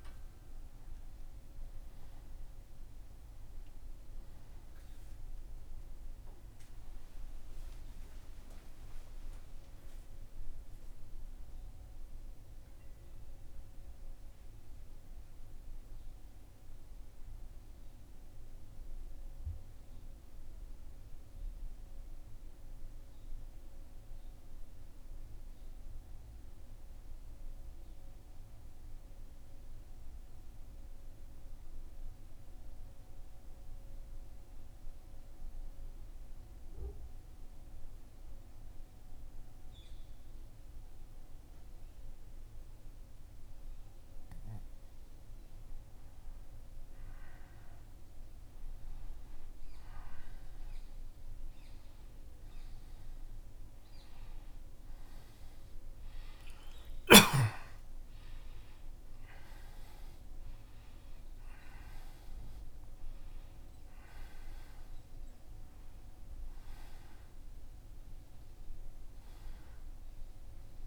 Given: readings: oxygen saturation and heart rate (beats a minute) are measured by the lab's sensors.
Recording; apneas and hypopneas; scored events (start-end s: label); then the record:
breathing in sleep, hard to hear, by a room microphone; 1
14.00-18.50 s: arousal
17.50-33.50 s: oxygen desaturation (device-marked, oxygen 95% before, 89% lowest, heart rate 82 before, 80 extreme)
20.50-44.00 s: central apnea (oxygen 96% before, 88% lowest, heart rate 82 before, 80 extreme, up 0 after)
32.50-62.50 s: new sleep stage, N2 (light sleep)
47.00-52.00 s: arousal
62.50-70.87 s: new sleep stage, N1 (lightest sleep)
From the record:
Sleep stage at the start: N1 (lightest sleep); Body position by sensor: on the back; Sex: male